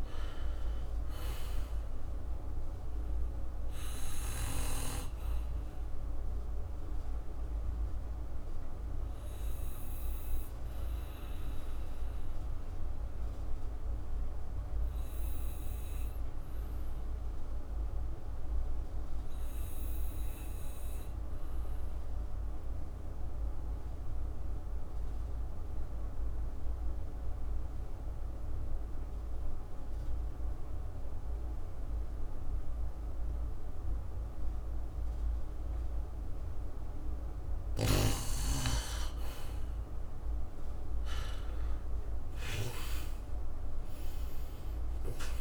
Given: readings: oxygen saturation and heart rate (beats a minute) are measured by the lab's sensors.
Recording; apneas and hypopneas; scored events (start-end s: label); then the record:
breathing in sleep by a room microphone; 1
0.00-24.00 s: oxygen desaturation (device-marked, oxygen 88% lowest, heart rate 55 extreme)
6.00-37.00 s: obstructive apnea (oxygen 99% before, 86% lowest, heart rate 61 before, 54 extreme, up 9 after)
39.50-45.00 s: arousal
42.00-45.41 s: oxygen desaturation (device-marked, oxygen 97% before, 86% lowest, heart rate 58 before, 54 extreme)
From the record:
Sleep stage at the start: N2 (light sleep); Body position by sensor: on the back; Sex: male